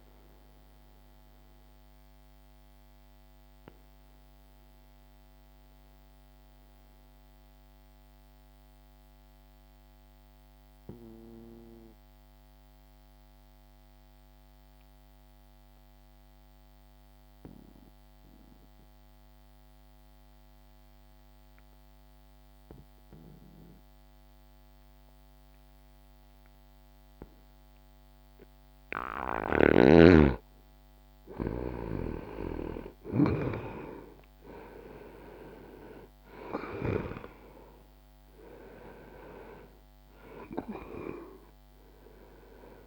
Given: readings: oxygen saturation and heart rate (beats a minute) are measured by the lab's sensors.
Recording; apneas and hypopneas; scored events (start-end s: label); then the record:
breathing in sleep by a microphone on the trachea; 1
1.50-29.00 s: obstructive apnea (oxygen 97% before, 85% lowest, heart rate 62 before, 60 extreme, up 2 after)
8.50-19.50 s: oxygen desaturation (device-marked, oxygen 91% before, 86% lowest, heart rate 62 before, 60 extreme)
31.00-35.50 s: arousal
33.50-42.87 s: oxygen desaturation (device-marked, oxygen 98% before, 85% lowest, heart rate 61 before, 60 extreme)
From the record:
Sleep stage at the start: N2 (light sleep); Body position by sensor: on the back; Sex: male